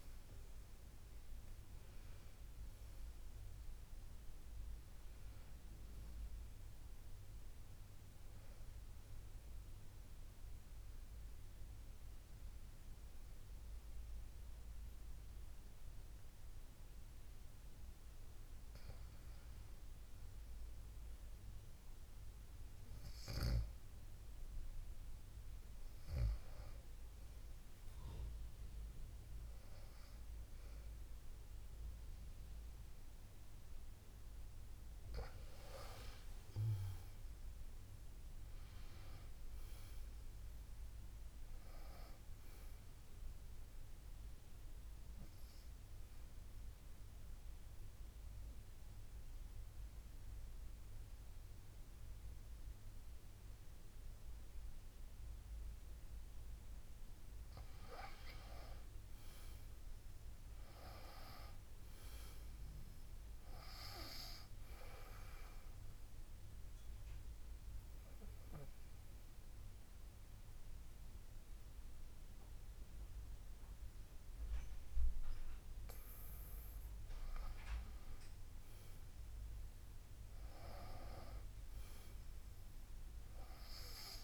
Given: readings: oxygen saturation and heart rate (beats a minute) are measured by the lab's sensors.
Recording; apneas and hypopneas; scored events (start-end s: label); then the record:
breathing in sleep by a room microphone; 2
0.00-16.50 s: oxygen desaturation (device-marked, oxygen 90% lowest, heart rate 54 extreme)
37.50-41.50 s: arousal
46.00-57.50 s: obstructive apnea (oxygen 98% before, 93% lowest, heart rate 63 before, 52 extreme, up 7 after)
59.00-62.50 s: arousal
67.00-77.00 s: obstructive apnea (oxygen 97% before, 90% lowest, heart rate 55 before, 52 extreme, up 5 after)
67.50-82.50 s: oxygen desaturation (device-marked, oxygen 97% before, 93% lowest, heart rate 56 before, 52 extreme)
79.00-83.50 s: arousal
From the record:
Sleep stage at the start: N2 (light sleep); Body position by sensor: on the back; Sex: female